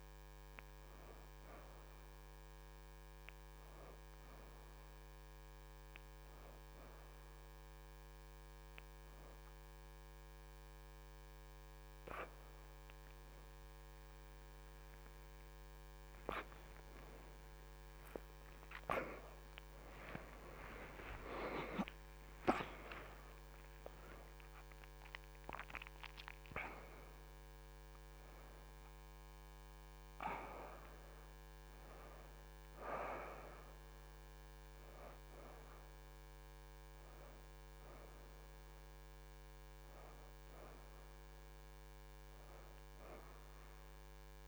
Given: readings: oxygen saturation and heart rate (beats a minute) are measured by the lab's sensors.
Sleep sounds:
breathing in sleep by a microphone on the trachea; none
0.00-18.50 s: oxygen desaturation (device-marked, oxygen 62% lowest, heart rate 77 extreme)
2.50-44.48 s: new sleep stage, N1 (lightest sleep)
16.00-21.50 s: arousal
34.50-42.50 s: oxygen desaturation (device-marked, oxygen 82% before, 77% lowest, heart rate 94 before, 79 extreme)
From the record:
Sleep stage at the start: N2 (light sleep); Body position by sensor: on the back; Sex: female

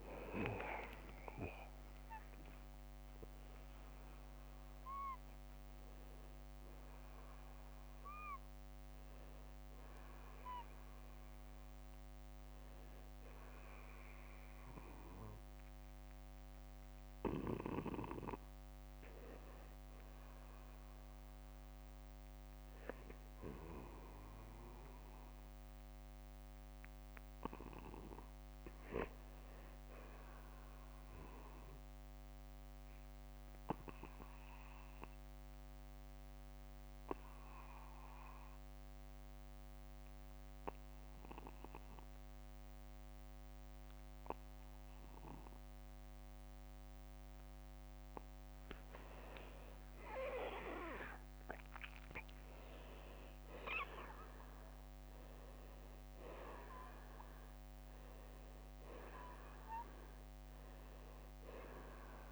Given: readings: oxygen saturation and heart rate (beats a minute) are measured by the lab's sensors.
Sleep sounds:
a person partly awake in a sleep study, by a microphone on the trachea; 1
0.00-5.50 s: oxygen desaturation (device-marked, oxygen 89% lowest, heart rate 43 extreme)
5.50-7.50 s: long interval between heartbeats (device-marked, heart rate 58 before, 58 extreme)
23.50-62.32 s: new sleep stage, N2 (light sleep)
30.50-47.50 s: obstructive apnea (oxygen 97% before, 87% lowest, heart rate 54 before, 41 extreme, up 19 after)
32.00-34.00 s: long interval between heartbeats (device-marked, heart rate 55 before, 59 extreme)
38.50-62.32 s: oxygen desaturation (device-marked, oxygen 96% before, 90% lowest, heart rate 57 before, 44 extreme)
44.50-46.50 s: long interval between heartbeats (device-marked, heart rate 53 before, 47 extreme)
48.50-52.50 s: arousal
55.00-57.00 s: long interval between heartbeats (device-marked, heart rate 49 before, 60 extreme)
From the record:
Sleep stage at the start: awake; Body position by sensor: on the back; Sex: male

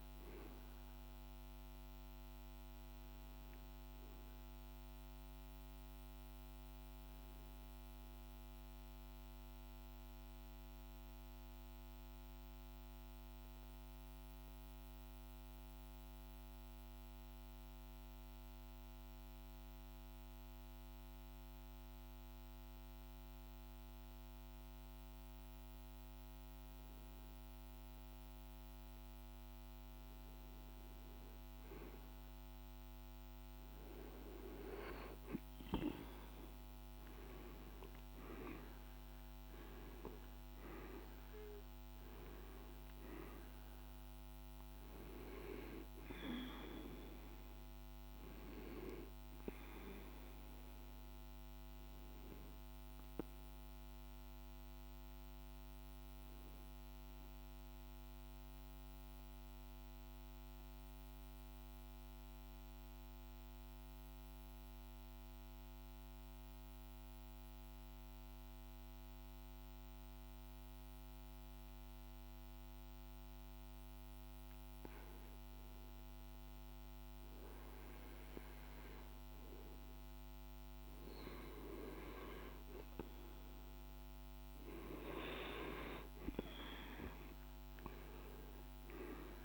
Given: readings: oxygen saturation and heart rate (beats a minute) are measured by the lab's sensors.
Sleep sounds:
breathing in sleep by a microphone on the trachea; 2
0.00-9.00 s: oxygen desaturation (device-marked, oxygen 92% lowest, heart rate 48 extreme)
9.50-28.00 s: mixed apnea (oxygen 97% before, 92% lowest, heart rate 53 before, 49 extreme, up 3 after)
27.00-58.00 s: oxygen desaturation (device-marked, oxygen 99% before, 92% lowest, heart rate 49 before, 51 extreme)
29.50-34.00 s: arousal
56.00-81.00 s: mixed apnea (oxygen 97% before, 90% lowest, heart rate 54 before, 51 extreme, up 1 after)
72.00-89.45 s: oxygen desaturation (device-marked, oxygen 99% before, 90% lowest, heart rate 51 before, 49 extreme)
84.00-87.50 s: arousal
From the record:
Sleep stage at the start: N2 (light sleep); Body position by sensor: on the right side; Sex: male

